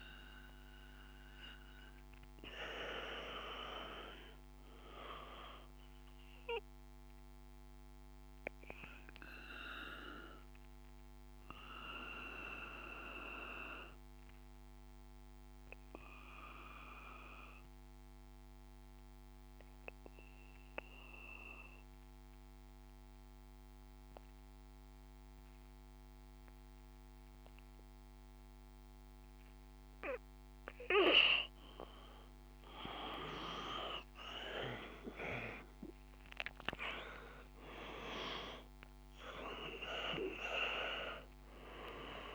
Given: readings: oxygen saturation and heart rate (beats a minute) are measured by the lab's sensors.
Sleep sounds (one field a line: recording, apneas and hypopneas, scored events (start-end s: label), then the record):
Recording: breathing in sleep by a microphone on the trachea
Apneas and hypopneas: 1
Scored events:
0.00-10.00 s: oxygen desaturation (device-marked, oxygen 91% lowest, heart rate 51 extreme)
5.50-29.00 s: obstructive apnea (oxygen 97% before, 91% lowest, heart rate 54 before, 53 extreme, up 5 after)
31.50-35.00 s: arousal
32.00-42.35 s: oxygen desaturation (device-marked, oxygen 97% before, 92% lowest, heart rate 53 before, 52 extreme)
From the record:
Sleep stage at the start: N2 (light sleep)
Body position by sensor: on the back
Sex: male